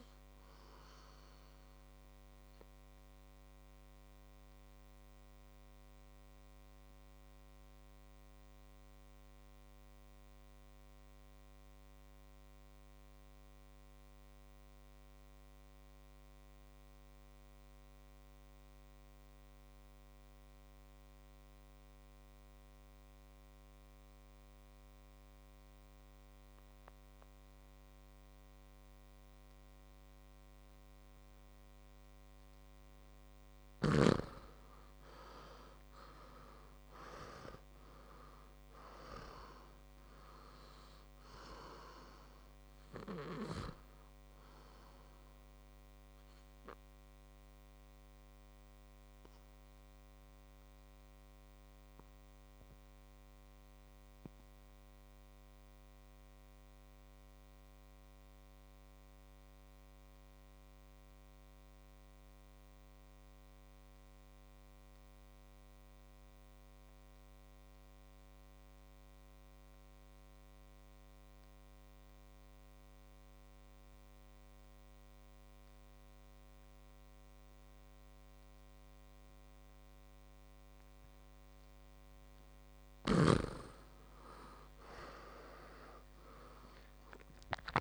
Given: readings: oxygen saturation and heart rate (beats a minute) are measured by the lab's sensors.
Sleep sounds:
breathing in sleep by a microphone on the trachea; 2
0.00-17.50 s: oxygen desaturation (device-marked, oxygen 89% lowest, heart rate 56 extreme)
4.00-32.50 s: obstructive apnea (oxygen 99% before, 87% lowest, heart rate 65 before, 57 extreme, up 9 after)
31.50-59.50 s: oxygen desaturation (device-marked, oxygen 99% before, 87% lowest, heart rate 59 before, 55 extreme)
35.00-39.00 s: arousal
49.00-82.50 s: obstructive apnea (oxygen 100% before, 87% lowest, heart rate 63 before, 49 extreme, up 17 after)
81.50-87.81 s: oxygen desaturation (device-marked, oxygen 98% before, 88% lowest, heart rate 58 before, 49 extreme)
84.00-87.81 s: arousal
From the record:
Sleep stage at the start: N2 (light sleep); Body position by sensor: on the back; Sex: male

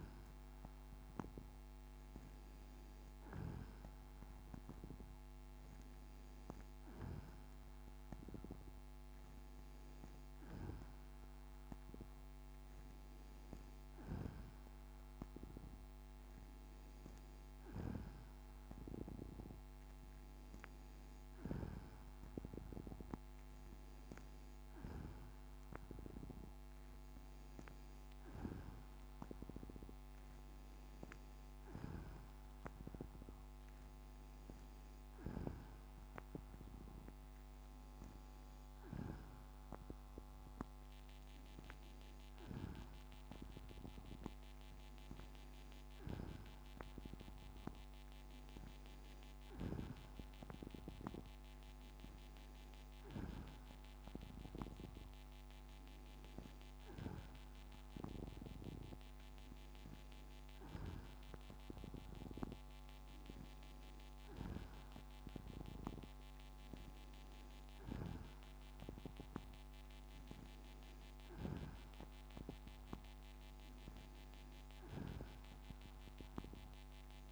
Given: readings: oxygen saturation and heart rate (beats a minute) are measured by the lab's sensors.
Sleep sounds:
breathing in sleep by a microphone on the trachea; none
none scored
From the record:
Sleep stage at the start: N2 (light sleep); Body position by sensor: on the back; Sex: female

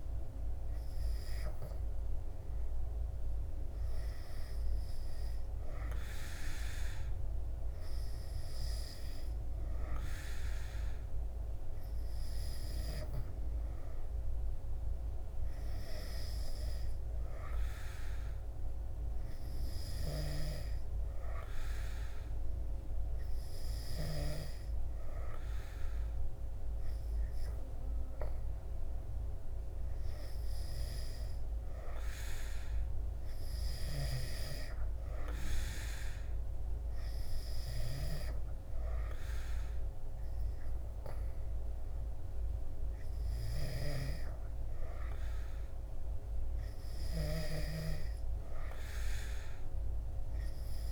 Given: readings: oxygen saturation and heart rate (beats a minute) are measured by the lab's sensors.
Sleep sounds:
breathing in sleep by a room microphone; none
none scored
From the record:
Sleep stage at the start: N3 (deep sleep); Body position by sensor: on the back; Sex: male

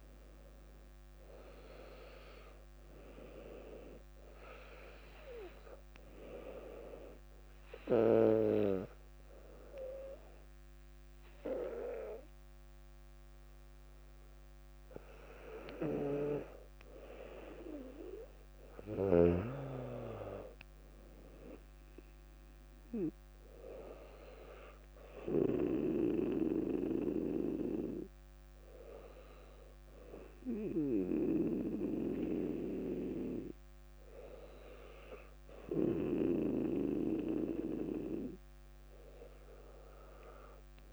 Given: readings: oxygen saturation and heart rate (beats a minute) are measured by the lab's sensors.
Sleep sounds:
breathing in sleep by a microphone on the trachea; 1
6.50-16.50 s: obstructive apnea (oxygen 97% before, 96% lowest, heart rate 66 before, 57 extreme, up 4 after)
17.00-20.50 s: arousal
From the record:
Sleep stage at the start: N2 (light sleep); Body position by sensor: on the back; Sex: female

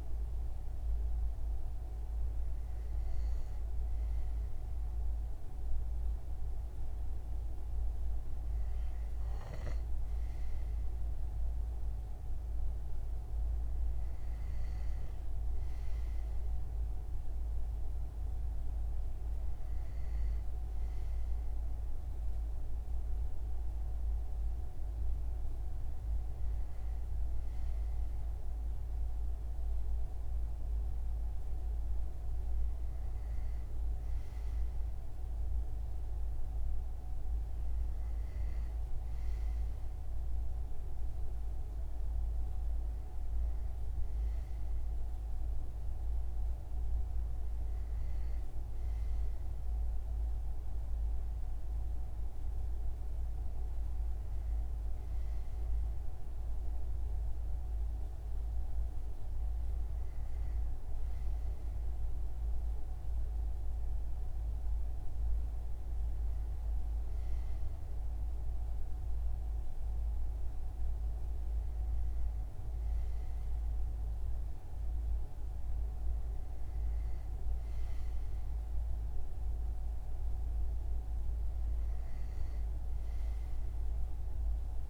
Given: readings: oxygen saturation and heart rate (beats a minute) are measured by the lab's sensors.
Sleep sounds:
breathing in sleep, hard to hear, by a room microphone; none
none scored
From the record:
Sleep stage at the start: N2 (light sleep); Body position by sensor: on the front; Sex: male

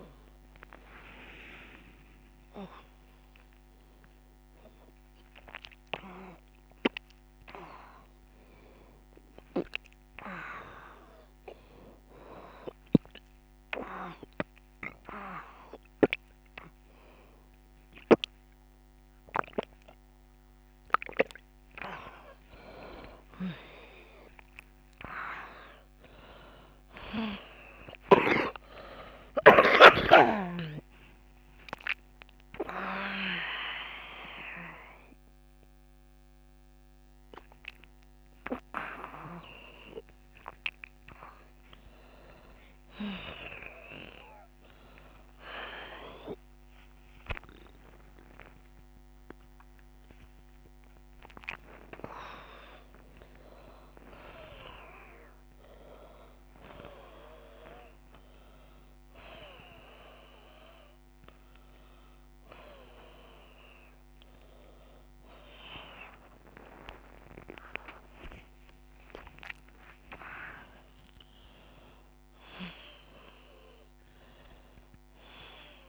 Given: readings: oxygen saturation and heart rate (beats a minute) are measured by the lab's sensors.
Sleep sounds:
a person awake in a sleep study, by a microphone on the trachea; none
0.00-1.00 s: long interval between heartbeats (device-marked)
0.00-22.50 s: bradycardia (device-marked)
12.00-13.50 s: leg movement (device-marked)
22.50-24.50 s: long interval between heartbeats (device-marked)
24.50-26.50 s: long interval between heartbeats (device-marked)
27.50-31.00 s: leg movement (device-marked)
27.50-37.50 s: bradycardia (device-marked, heart rate 74 before, 38 extreme)
31.50-32.50 s: leg movement (device-marked)
33.00-35.00 s: long interval between heartbeats (device-marked, heart rate 46 before, 45 extreme)
33.00-36.00 s: leg movement (device-marked)
36.50-38.50 s: long interval between heartbeats (device-marked, heart rate 47 before, 54 extreme)
37.50-45.50 s: drop in pulse transit time (device-marked, heart rate 48 before, 41 extreme)
41.00-43.00 s: long interval between heartbeats (device-marked, heart rate 51 before, 61 extreme)
41.50-46.50 s: bradycardia (device-marked, heart rate 74 before, 41 extreme)
44.50-46.00 s: leg movement (device-marked)
47.50-49.50 s: long interval between heartbeats (device-marked, heart rate 56 before, 42 extreme)
50.00-52.00 s: long interval between heartbeats (device-marked, heart rate 52 before, 62 extreme)
52.50-54.50 s: long interval between heartbeats (device-marked, heart rate 54 before, 90 extreme)
54.50-59.50 s: oxygen desaturation (device-marked, oxygen 96% before, 93% lowest)
60.50-75.89 s: bradycardia (device-marked)
66.50-70.50 s: leg movement (device-marked)
69.00-71.00 s: long interval between heartbeats (device-marked)
74.50-75.89 s: drop in pulse transit time (device-marked)
From the record:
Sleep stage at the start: awake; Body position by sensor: upright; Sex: female

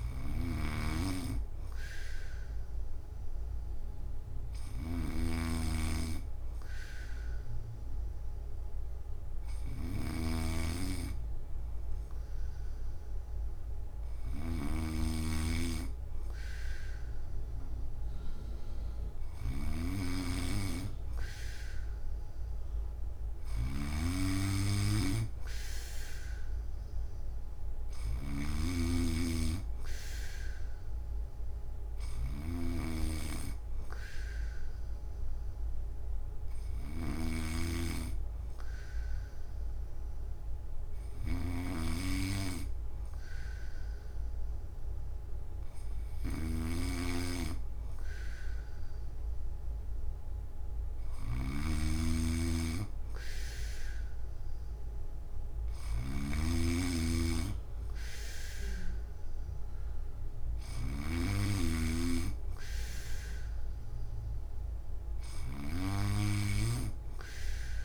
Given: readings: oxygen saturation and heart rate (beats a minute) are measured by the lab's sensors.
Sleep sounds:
breathing in sleep by a room microphone; none
0.00-67.85 s: snoring (device-marked)
From the record:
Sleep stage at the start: N3 (deep sleep); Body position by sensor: on the back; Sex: male

